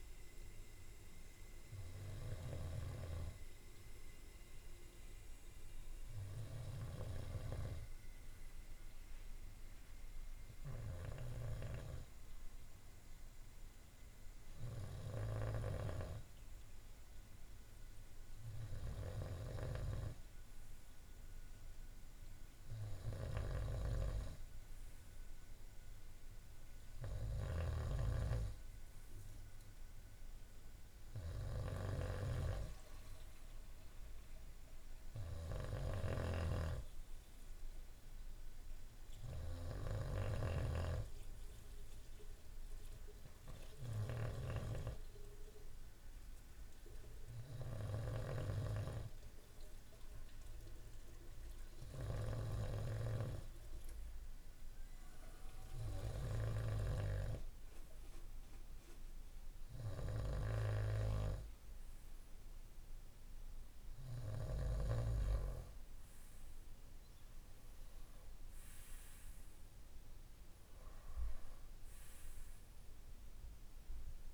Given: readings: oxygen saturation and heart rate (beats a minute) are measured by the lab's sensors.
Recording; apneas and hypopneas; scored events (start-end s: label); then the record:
breathing in sleep by a room microphone; none
23.00-27.50 s: snoring (device-marked)
35.50-48.00 s: snoring (device-marked)
From the record:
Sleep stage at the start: N2 (light sleep); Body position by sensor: on the right side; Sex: male